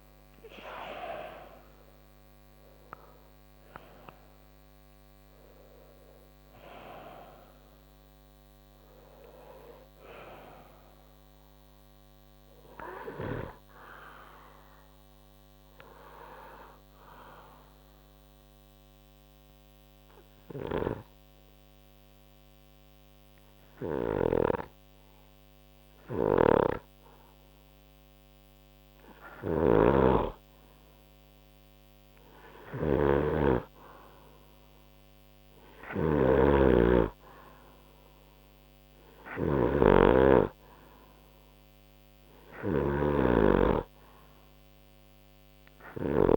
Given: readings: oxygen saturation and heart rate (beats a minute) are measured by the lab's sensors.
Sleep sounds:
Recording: breathing in sleep by a microphone on the trachea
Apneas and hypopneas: 1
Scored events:
0.00-2.50 s: arousal
2.50-23.50 s: oxygen desaturation (device-marked, oxygen 95% before, 90% lowest, heart rate 62 before, 62 extreme)
17.00-28.00 s: obstructive apnea (oxygen 95% before, 92% lowest, heart rate 74 before, 62 extreme, up 1 after)
29.50-46.37 s: snoring (device-marked)
30.50-34.00 s: arousal
39.50-46.37 s: oxygen desaturation (device-marked, oxygen 97% before, 92% lowest, heart rate 68 before, 61 extreme)
From the record:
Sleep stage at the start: N2 (light sleep)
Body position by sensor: on the right side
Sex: male

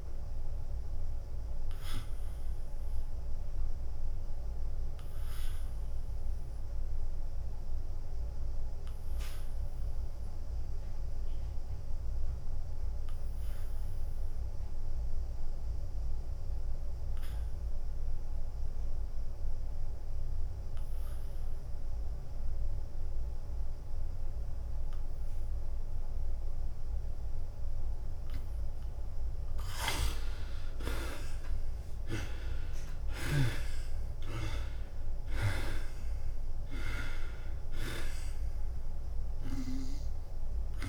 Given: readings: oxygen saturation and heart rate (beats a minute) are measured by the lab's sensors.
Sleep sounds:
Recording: breathing in sleep by a room microphone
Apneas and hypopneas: 1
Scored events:
0.00-10.50 s: oxygen desaturation (device-marked, oxygen 88% lowest, heart rate 84 extreme)
0.50-30.00 s: obstructive apnea (oxygen 97% before, 74% lowest, heart rate 88 before, 87 extreme, up 7 after)
12.50-19.50 s: oxygen desaturation (device-marked, oxygen 94% before, 88% lowest, heart rate 88 before, 87 extreme)
31.50-40.89 s: drop in pulse transit time (device-marked, heart rate 88 before, 90 extreme)
33.00-37.00 s: arousal
38.50-40.89 s: oxygen desaturation (device-marked, oxygen 94% before, 74% lowest, heart rate 90 before, 85 extreme)
From the record:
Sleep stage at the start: N2 (light sleep)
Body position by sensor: on the back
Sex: male

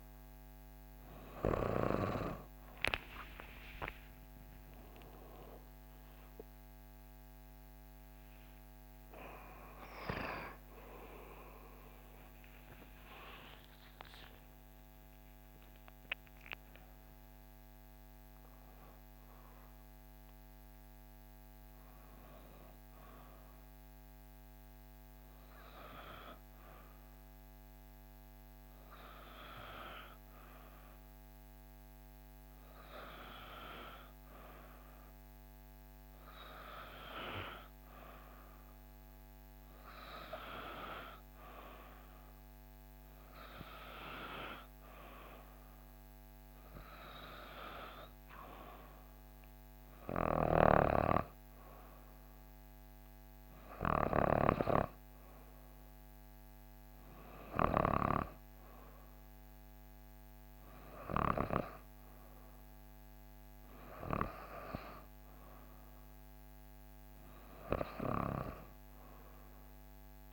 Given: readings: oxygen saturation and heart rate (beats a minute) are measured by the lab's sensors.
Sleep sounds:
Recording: breathing in sleep by a microphone on the trachea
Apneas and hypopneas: 1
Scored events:
11.00-16.50 s: arousal
24.00-42.50 s: hypopnea (oxygen 95% before, 92% lowest, heart rate 65 before, 58 extreme, up 1 after)
44.00-47.50 s: arousal
50.50-60.50 s: oxygen desaturation (device-marked, oxygen 97% before, 93% lowest, heart rate 58 before, 58 extreme)
From the record:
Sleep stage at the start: N3 (deep sleep)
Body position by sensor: on the back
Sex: female

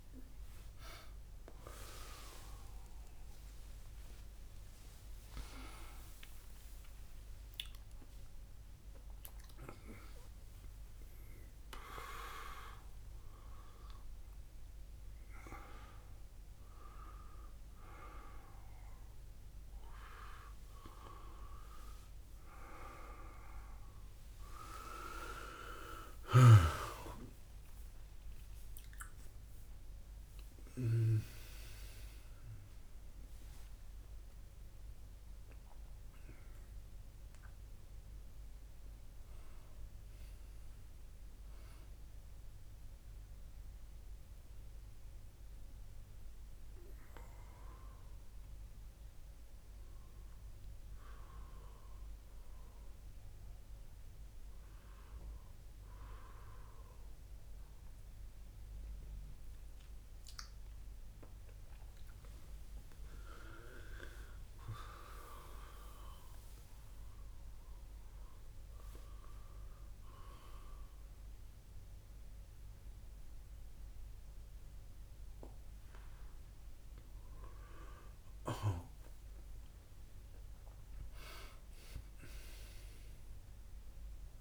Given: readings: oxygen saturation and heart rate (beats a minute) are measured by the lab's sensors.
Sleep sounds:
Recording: a person awake in a sleep study, by a room microphone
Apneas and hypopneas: none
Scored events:
76.00-84.41 s: new sleep stage, N1 (lightest sleep)
From the record:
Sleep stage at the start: awake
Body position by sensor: on the back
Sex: male

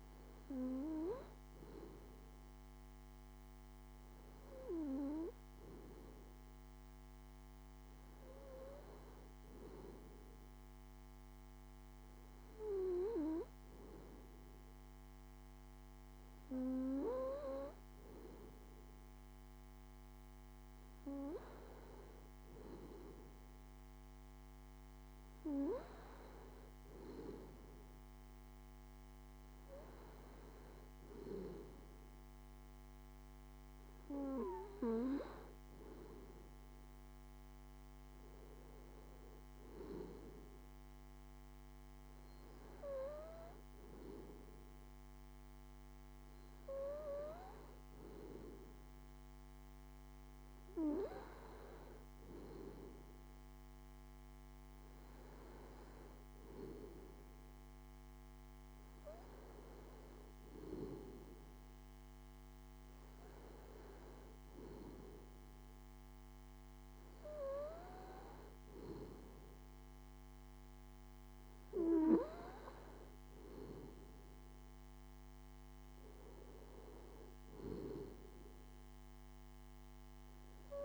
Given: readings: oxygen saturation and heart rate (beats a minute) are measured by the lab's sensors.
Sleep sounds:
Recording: breathing in sleep by a microphone on the trachea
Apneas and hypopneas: none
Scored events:
none scored
From the record:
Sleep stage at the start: N2 (light sleep)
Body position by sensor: on the left side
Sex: male

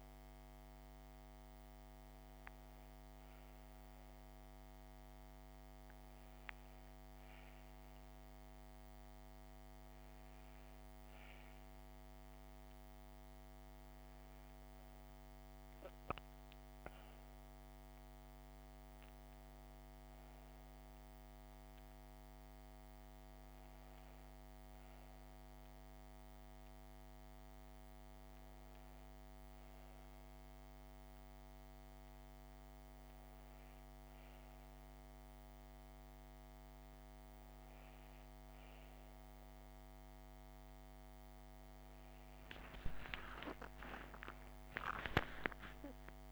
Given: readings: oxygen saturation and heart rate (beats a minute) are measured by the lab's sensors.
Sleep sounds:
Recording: a person awake in a sleep study, by a microphone on the trachea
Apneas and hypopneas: none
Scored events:
none scored
From the record:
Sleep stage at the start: awake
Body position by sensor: on the back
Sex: female

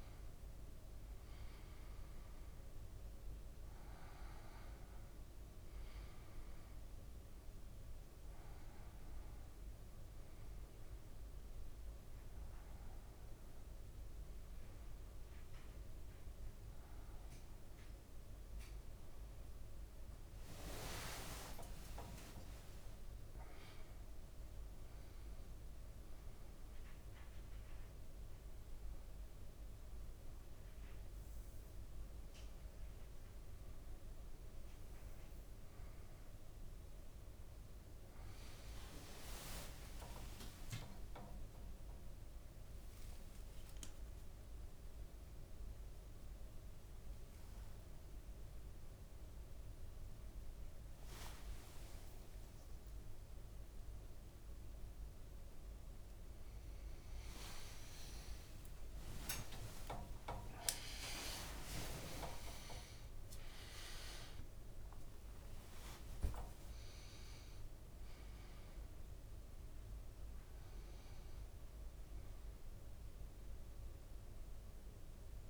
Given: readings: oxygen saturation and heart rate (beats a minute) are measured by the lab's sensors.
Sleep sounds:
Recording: a person partly awake in a sleep study, by a room microphone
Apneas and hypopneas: none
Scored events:
0.00-22.00 s: oxygen desaturation (device-marked, oxygen 93% lowest, heart rate 57 extreme)
19.00-23.00 s: leg movement (device-marked)
40.00-70.00 s: new sleep stage, awake
66.00-75.49 s: oxygen desaturation (device-marked, oxygen 99% before, 95% lowest, heart rate 68 before, 57 extreme)
70.00-75.49 s: new sleep stage, N1 (lightest sleep)
From the record:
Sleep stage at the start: N1 (lightest sleep)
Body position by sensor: on the back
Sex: male

